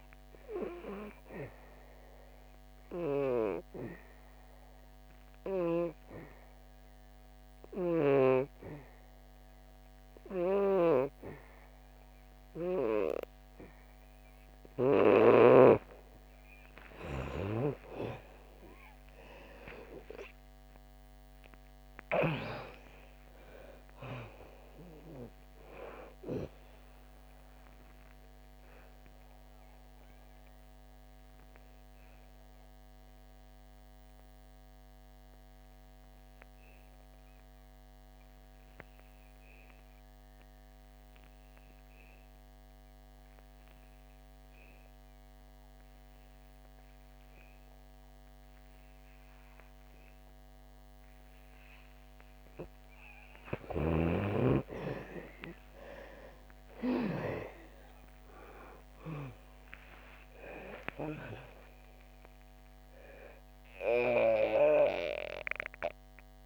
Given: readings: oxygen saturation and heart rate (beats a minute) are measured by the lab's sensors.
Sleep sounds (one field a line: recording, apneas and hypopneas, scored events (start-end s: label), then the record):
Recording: breathing in sleep by a microphone on the trachea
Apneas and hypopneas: 2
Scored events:
2.00-15.00 s: oxygen desaturation (device-marked, oxygen 98% before, 92% lowest, heart rate 65 before, 57 extreme)
2.00-15.50 s: obstructive apnea (oxygen 98% before, 79% lowest, heart rate 65 before, 57 extreme, up 6 after)
17.00-22.00 s: arousal
17.00-44.00 s: oxygen desaturation (device-marked, oxygen 94% before, 85% lowest, heart rate 70 before, 57 extreme)
26.50-52.00 s: obstructive apnea (oxygen 96% before, 79% lowest, heart rate 69 before, 57 extreme, up 14 after)
46.00-66.46 s: oxygen desaturation (device-marked, oxygen 99% before, 79% lowest, heart rate 63 before, 60 extreme)
54.50-58.50 s: arousal
From the record:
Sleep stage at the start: N2 (light sleep)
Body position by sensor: on the back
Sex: female